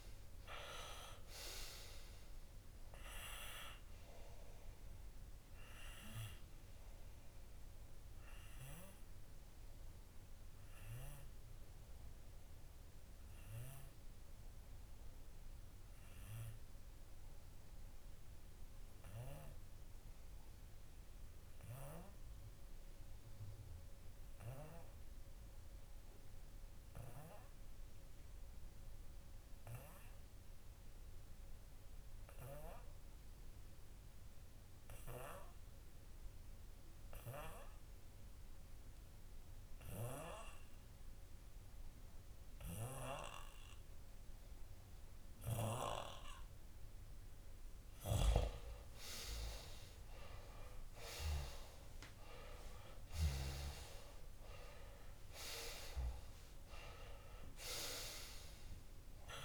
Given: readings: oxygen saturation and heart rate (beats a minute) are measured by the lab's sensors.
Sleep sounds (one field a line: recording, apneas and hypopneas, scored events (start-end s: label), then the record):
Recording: breathing in sleep by a room microphone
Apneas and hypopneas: 1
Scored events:
0.00-10.00 s: oxygen desaturation (device-marked, oxygen 94% lowest)
6.50-46.00 s: obstructive apnea (oxygen 99% before, 94% lowest)
46.00-59.45 s: oxygen desaturation (device-marked, oxygen 98% before, 94% lowest)
50.00-54.00 s: arousal
From the record:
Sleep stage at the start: N2 (light sleep)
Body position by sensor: on the left side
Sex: male